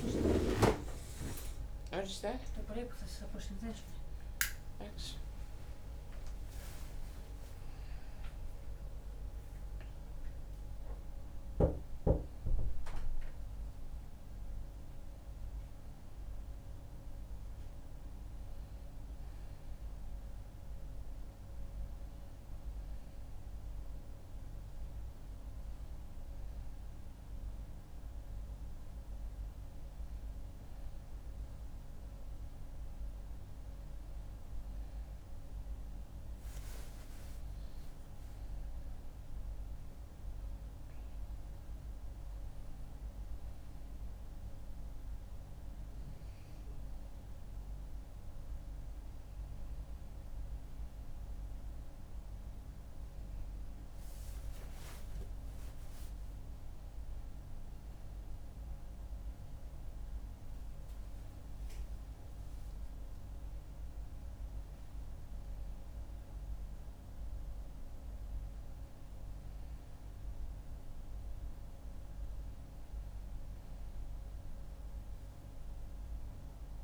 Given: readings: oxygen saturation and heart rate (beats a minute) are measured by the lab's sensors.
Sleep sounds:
a person awake in a sleep study, by a room microphone; none
53.50-76.84 s: new sleep stage, N1 (lightest sleep)
From the record:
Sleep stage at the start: awake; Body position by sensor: on the back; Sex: female

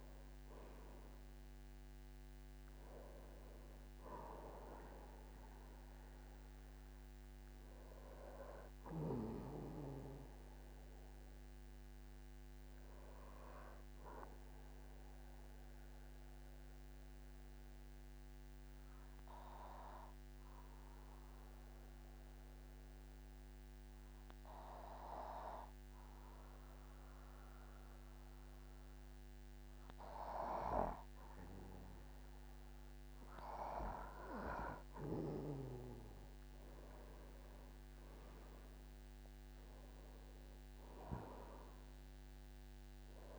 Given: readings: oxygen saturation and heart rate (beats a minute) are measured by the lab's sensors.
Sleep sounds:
breathing in sleep by a microphone on the trachea; 1
0.00-1.00 s: arousal
0.00-19.00 s: oxygen desaturation (device-marked, oxygen 93% lowest, heart rate 47 extreme)
15.50-32.50 s: obstructive apnea (oxygen 98% before, 93% lowest, heart rate 58 before, 47 extreme, up 17 after)
37.00-40.50 s: arousal
37.00-43.39 s: oxygen desaturation (device-marked, oxygen 98% before, 93% lowest, heart rate 50 before, 47 extreme)
From the record:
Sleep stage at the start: N2 (light sleep); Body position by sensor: on the back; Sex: male

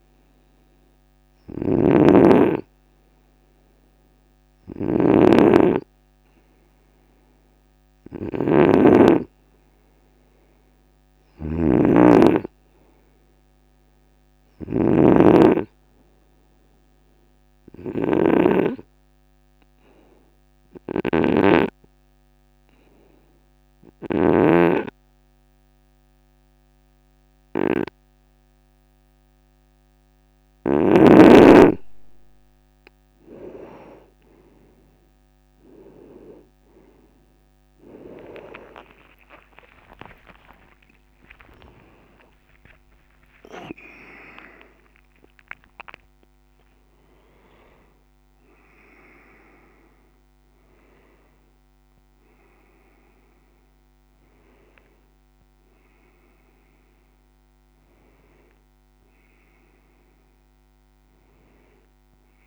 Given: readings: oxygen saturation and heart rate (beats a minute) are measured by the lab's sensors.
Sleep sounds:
a person partly awake in a sleep study, by a microphone on the trachea; 1
0.00-30.50 s: snoring (device-marked)
18.50-30.50 s: hypopnea (oxygen 98% before, 94% lowest)
41.00-62.47 s: new sleep stage, awake
From the record:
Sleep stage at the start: N2 (light sleep); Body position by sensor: on the right side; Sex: male

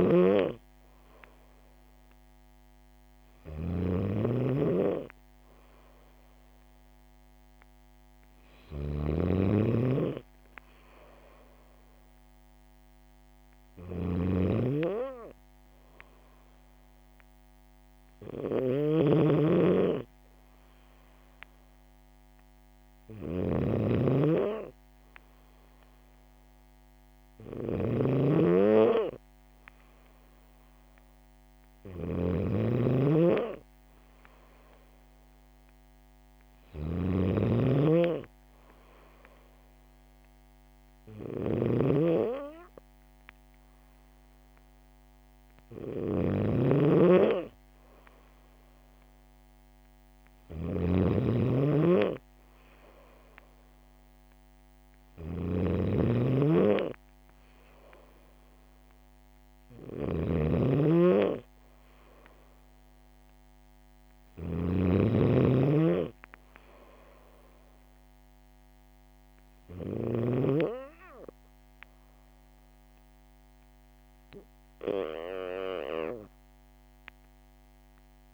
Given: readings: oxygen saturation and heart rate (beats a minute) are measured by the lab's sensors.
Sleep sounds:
breathing in sleep by a microphone on the trachea; none
0.00-70.00 s: snoring (device-marked)
36.50-78.33 s: new sleep stage, N3 (deep sleep)
From the record:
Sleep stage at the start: N2 (light sleep); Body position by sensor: on the back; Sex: female

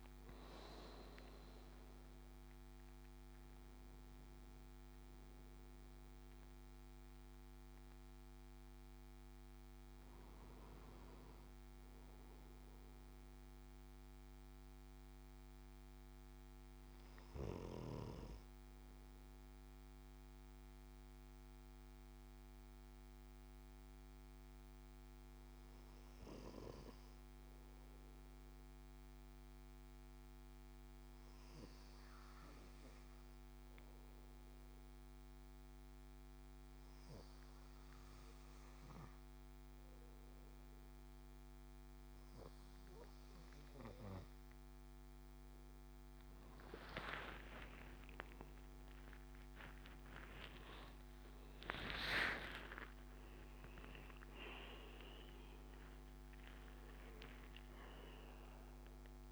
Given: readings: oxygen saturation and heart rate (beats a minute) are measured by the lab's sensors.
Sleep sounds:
breathing in sleep by a microphone on the trachea; 1
0.00-11.50 s: oxygen desaturation (device-marked, oxygen 91% lowest, heart rate 62 extreme)
13.50-43.50 s: obstructive apnea (oxygen 97% before, 92% lowest, heart rate 74 before, 62 extreme, up 18 after)
41.50-59.32 s: oxygen desaturation (device-marked, oxygen 99% before, 93% lowest, heart rate 66 before, 63 extreme)
50.50-55.50 s: arousal
From the record:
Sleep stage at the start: N2 (light sleep); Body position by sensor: on the back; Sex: male

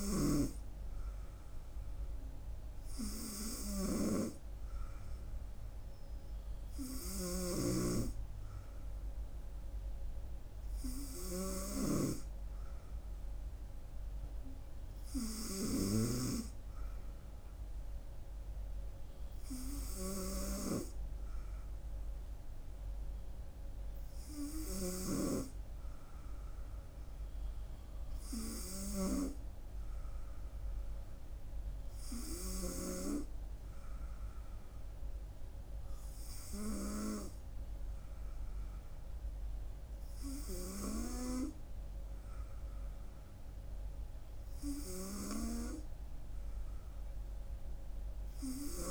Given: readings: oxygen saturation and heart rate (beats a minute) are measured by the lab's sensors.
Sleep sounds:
breathing in sleep by a room microphone; none
none scored
From the record:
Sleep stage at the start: N3 (deep sleep); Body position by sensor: on the right side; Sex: female

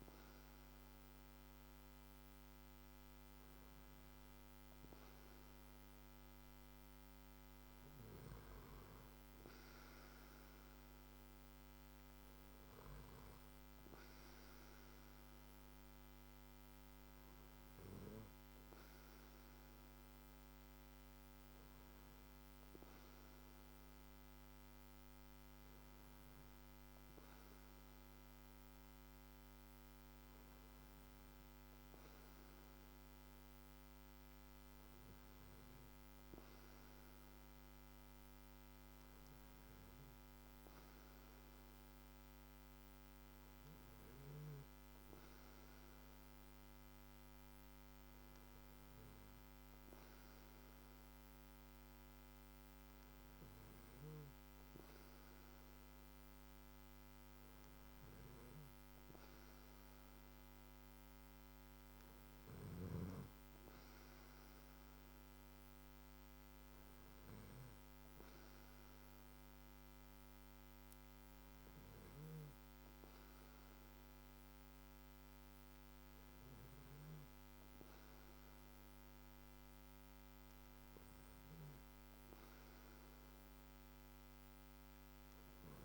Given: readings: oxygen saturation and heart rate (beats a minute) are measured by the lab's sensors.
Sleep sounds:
breathing in sleep, hard to hear, by a microphone on the trachea; none
none scored
From the record:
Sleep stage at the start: N2 (light sleep); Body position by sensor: on the back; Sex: male

